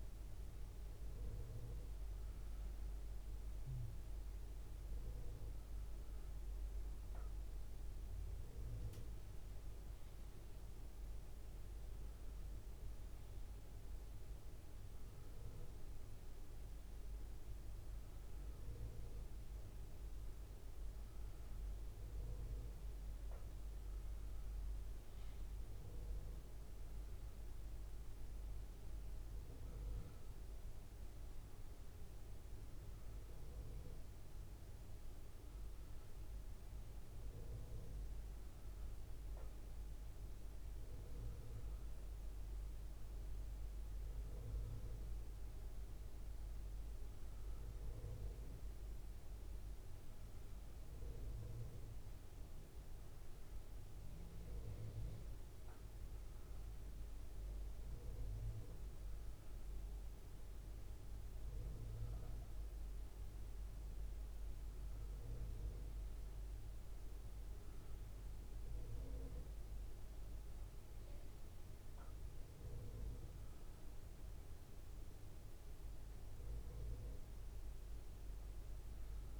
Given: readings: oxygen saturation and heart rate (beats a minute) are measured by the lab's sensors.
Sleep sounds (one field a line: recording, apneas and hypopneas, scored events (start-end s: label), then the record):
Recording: a person partly awake in a sleep study, hard to hear, by a room microphone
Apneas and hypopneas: none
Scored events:
19.00-79.40 s: new sleep stage, N1 (lightest sleep)
From the record:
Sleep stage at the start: awake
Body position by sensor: on the back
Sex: male